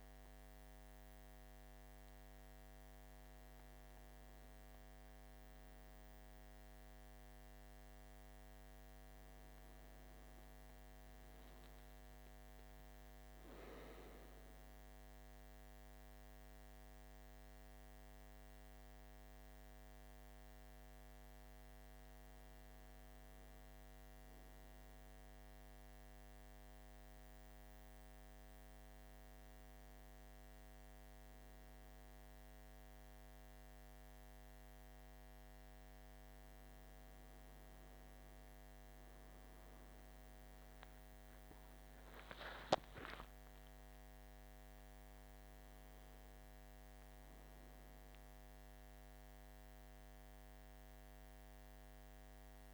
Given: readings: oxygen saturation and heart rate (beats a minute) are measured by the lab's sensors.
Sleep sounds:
a person awake in a sleep study, hard to hear, by a microphone on the trachea; none
none scored
From the record:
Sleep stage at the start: awake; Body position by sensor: on the right side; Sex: male

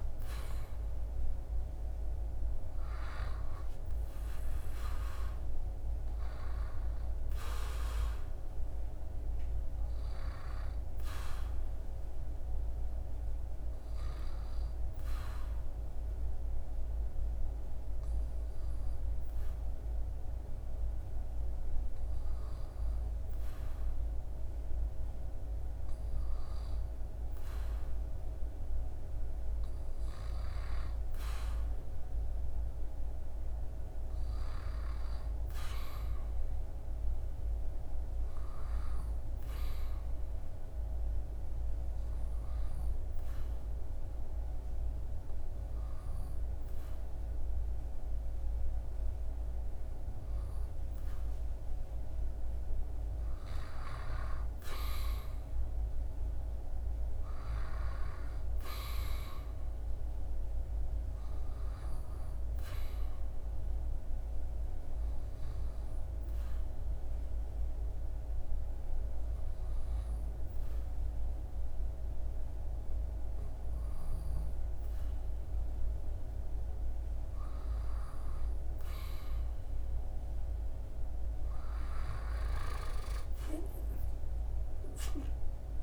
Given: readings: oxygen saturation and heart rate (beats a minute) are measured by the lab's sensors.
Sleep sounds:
breathing in sleep, hard to hear, by a room microphone; 3
1.50-6.50 s: arousal
14.50-25.50 s: hypopnea (oxygen 97% before, 94% lowest, heart rate 82 before, 78 extreme, up 2 after)
28.00-32.50 s: arousal
40.00-51.00 s: hypopnea (oxygen 98% before, 94% lowest, heart rate 79 before, 76 extreme, up 3 after)
57.50-60.50 s: arousal
63.00-75.50 s: hypopnea (oxygen 97% before, 94% lowest, heart rate 79 before, 75 extreme, up 5 after)
78.50-82.50 s: arousal
From the record:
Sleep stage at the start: N2 (light sleep); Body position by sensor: on the back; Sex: male

